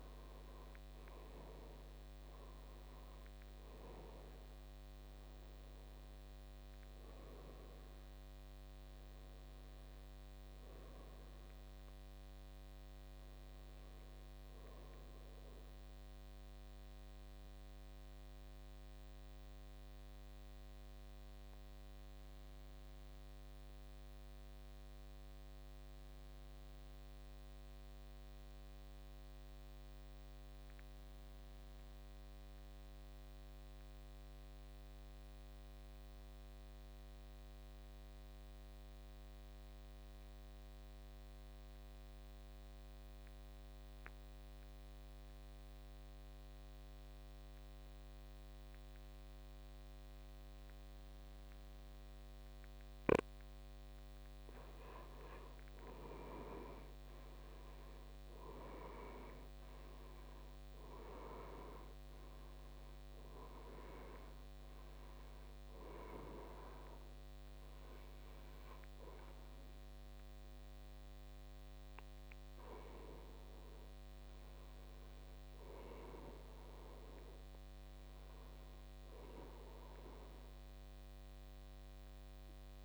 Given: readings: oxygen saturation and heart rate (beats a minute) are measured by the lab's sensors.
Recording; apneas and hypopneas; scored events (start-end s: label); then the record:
breathing in sleep by a microphone on the trachea; 1
0.00-24.00 s: oxygen desaturation (device-marked, oxygen 76% lowest, heart rate 53 extreme)
18.00-53.50 s: obstructive apnea (oxygen 95% before, 76% lowest, heart rate 67 before, 53 extreme, up 10 after)
45.00-82.85 s: oxygen desaturation (device-marked, oxygen 99% before, 78% lowest, heart rate 56 before, 55 extreme)
55.50-59.50 s: arousal
From the record:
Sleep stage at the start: N2 (light sleep); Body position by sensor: on the back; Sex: male